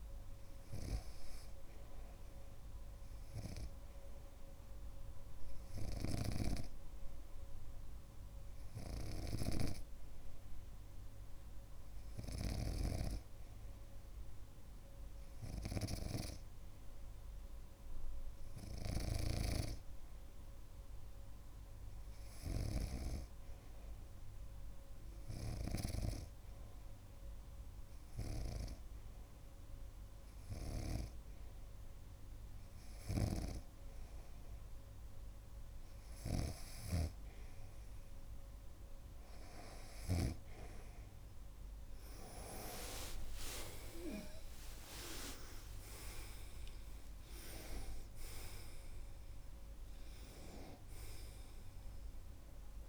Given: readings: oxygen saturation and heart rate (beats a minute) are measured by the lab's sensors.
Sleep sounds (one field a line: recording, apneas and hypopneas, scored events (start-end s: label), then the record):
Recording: breathing in sleep by a room microphone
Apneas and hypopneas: 1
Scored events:
6.50-13.00 s: snoring (device-marked)
6.50-33.50 s: hypopnea (oxygen 98% before, 93% lowest)
42.00-45.50 s: arousal
From the record:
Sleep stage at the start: N2 (light sleep)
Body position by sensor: on the right side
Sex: male